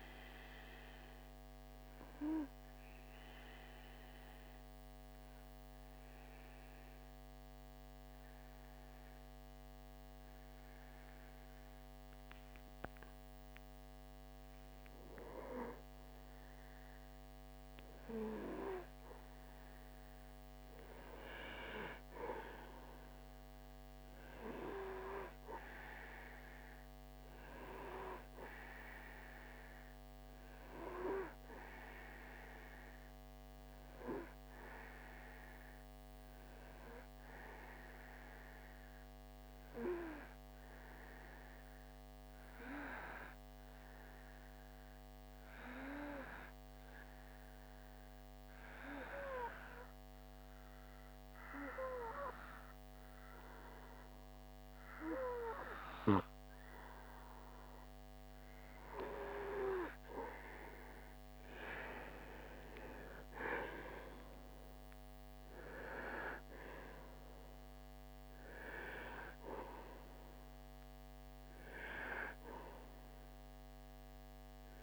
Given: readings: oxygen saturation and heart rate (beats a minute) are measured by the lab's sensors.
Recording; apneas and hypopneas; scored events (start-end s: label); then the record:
breathing in sleep by a microphone on the trachea; 2
0.00-8.00 s: oxygen desaturation (device-marked, oxygen 93% lowest)
2.50-13.00 s: obstructive apnea (oxygen 97% before, 90% lowest)
14.50-18.00 s: arousal
39.00-54.50 s: obstructive apnea (oxygen 96% before, 90% lowest)
57.00-60.50 s: arousal
59.00-73.00 s: oxygen desaturation (device-marked, oxygen 95% before, 90% lowest)
From the record:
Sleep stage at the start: N2 (light sleep); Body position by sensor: on the back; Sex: male